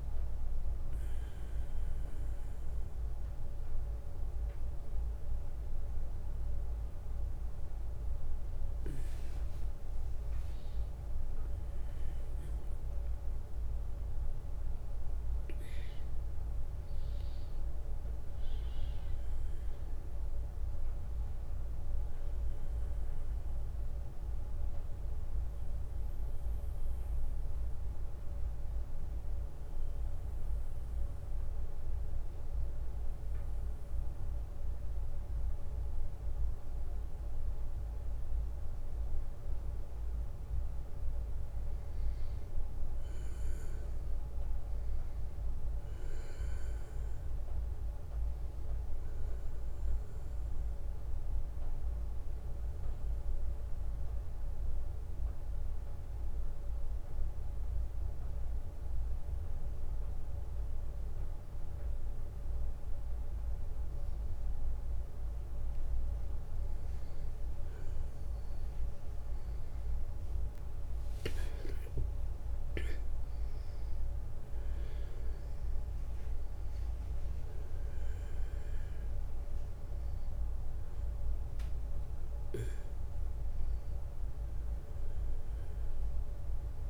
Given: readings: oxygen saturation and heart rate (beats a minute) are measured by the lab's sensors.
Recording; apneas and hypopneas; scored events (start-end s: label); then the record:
breathing in sleep, hard to hear, by a room microphone; 2
22.00-37.50 s: obstructive apnea (oxygen 98% before, 92% lowest, heart rate 71 before, 64 extreme, up 3 after)
27.00-86.90 s: new sleep stage, N2 (light sleep)
40.50-44.50 s: arousal
41.00-62.00 s: oxygen desaturation (device-marked, oxygen 96% before, 93% lowest, heart rate 67 before, 64 extreme)
51.50-64.00 s: obstructive apnea (oxygen 96% before, 92% lowest, heart rate 66 before, 64 extreme, up 3 after)
67.00-70.50 s: arousal
71.00-86.90 s: oxygen desaturation (device-marked, oxygen 96% before, 92% lowest, heart rate 65 before, 63 extreme)
From the record:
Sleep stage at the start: N1 (lightest sleep); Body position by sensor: on the back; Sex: male